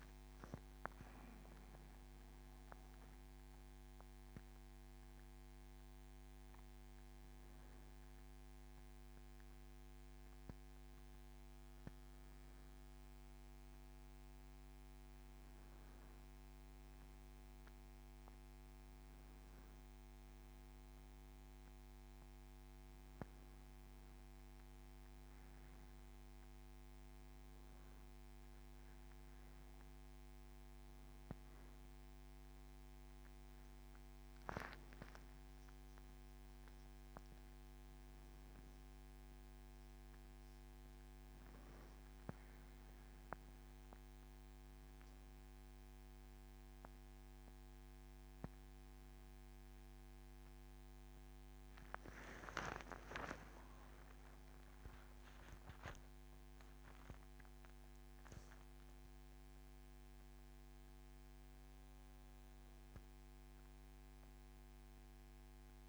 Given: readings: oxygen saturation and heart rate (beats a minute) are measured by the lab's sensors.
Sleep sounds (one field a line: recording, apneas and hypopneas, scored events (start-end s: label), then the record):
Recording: a person awake in a sleep study, by a microphone on the trachea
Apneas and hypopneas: none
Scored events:
none scored
From the record:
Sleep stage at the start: awake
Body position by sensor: on the back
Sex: male